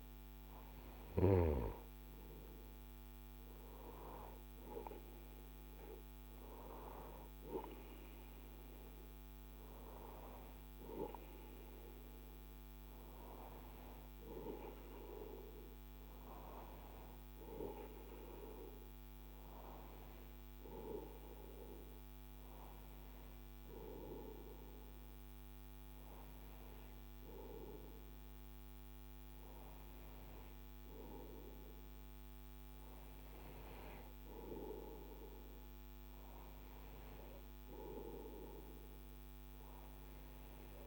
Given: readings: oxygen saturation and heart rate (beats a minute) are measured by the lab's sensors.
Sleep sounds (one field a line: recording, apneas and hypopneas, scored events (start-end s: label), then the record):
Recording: breathing in sleep by a microphone on the trachea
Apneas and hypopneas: none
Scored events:
none scored
From the record:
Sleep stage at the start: N2 (light sleep)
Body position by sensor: on the right side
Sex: male